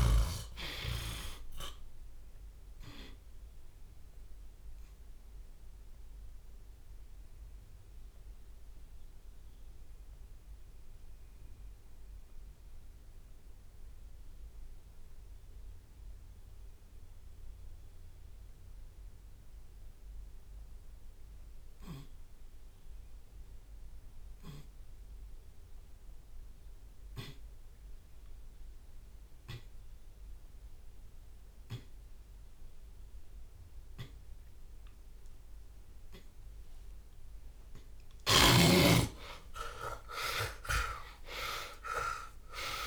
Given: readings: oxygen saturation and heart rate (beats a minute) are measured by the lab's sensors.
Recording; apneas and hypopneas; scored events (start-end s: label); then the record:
breathing in sleep by a room microphone; 1
0.00-1.50 s: tachycardia (device-marked, heart rate 160 extreme)
0.00-9.50 s: drop in pulse transit time (device-marked, heart rate 60 extreme)
7.00-34.00 s: obstructive apnea (oxygen 96% before, 81% lowest, heart rate 114 before, 57 extreme)
20.50-30.50 s: oxygen desaturation (device-marked, oxygen 100% before, 85% lowest, heart rate 74 before, 57 extreme)
29.50-31.50 s: long interval between heartbeats (device-marked, heart rate 58 before, 66 extreme)
35.50-42.87 s: oxygen desaturation (device-marked, oxygen 93% before, 88% lowest)
35.50-42.87 s: tachycardia (device-marked, heart rate 68 before, 187 extreme)
36.00-38.00 s: long interval between heartbeats (device-marked, heart rate 61 before, 72 extreme)
38.00-42.87 s: snoring (device-marked)
38.50-42.87 s: arousal
39.00-41.00 s: long interval between heartbeats (device-marked, heart rate 64 before, 108 extreme)
39.50-42.87 s: drop in pulse transit time (device-marked, heart rate 67 before, 59 extreme)
41.00-42.87 s: long interval between heartbeats (device-marked, heart rate 70 before, 136 extreme)
From the record:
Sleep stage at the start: N2 (light sleep); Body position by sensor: on the back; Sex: male